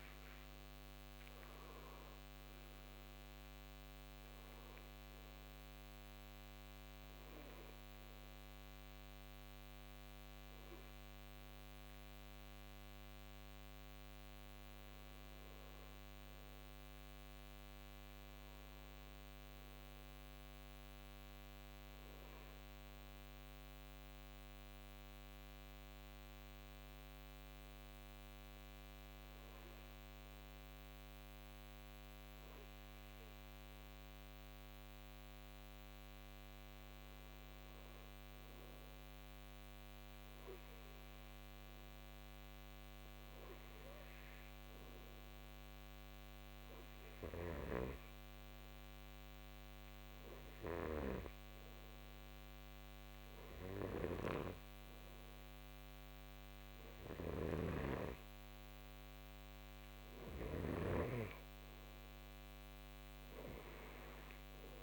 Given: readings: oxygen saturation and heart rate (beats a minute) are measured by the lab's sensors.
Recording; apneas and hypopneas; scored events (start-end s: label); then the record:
breathing in sleep by a microphone on the trachea; 1
0.00-20.50 s: oxygen desaturation (device-marked, oxygen 81% lowest, heart rate 53 extreme)
25.50-56.00 s: hypopnea (oxygen 99% before, 89% lowest, heart rate 62 before, 58 extreme, up 7 after)
40.50-64.83 s: oxygen desaturation (device-marked, oxygen 97% before, 90% lowest, heart rate 59 before, 58 extreme)
57.50-61.00 s: snoring (device-marked)
59.00-63.50 s: arousal
From the record:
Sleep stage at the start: N2 (light sleep); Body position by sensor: on the back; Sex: male